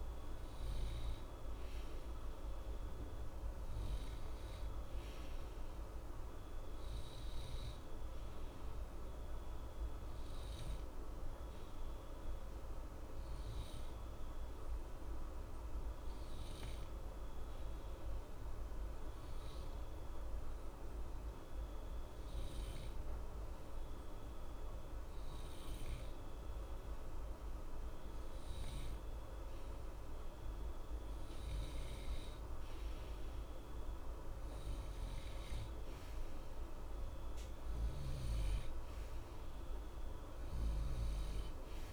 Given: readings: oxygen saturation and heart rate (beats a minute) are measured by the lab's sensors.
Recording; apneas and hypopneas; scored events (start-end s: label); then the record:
breathing in sleep, hard to hear, by a room microphone; 1
9.50-30.50 s: obstructive apnea (oxygen 93% before, 91% lowest, heart rate 60 before, 60 extreme, up 2 after)
32.50-36.50 s: arousal
From the record:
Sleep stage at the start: N2 (light sleep); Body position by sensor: on the right side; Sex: male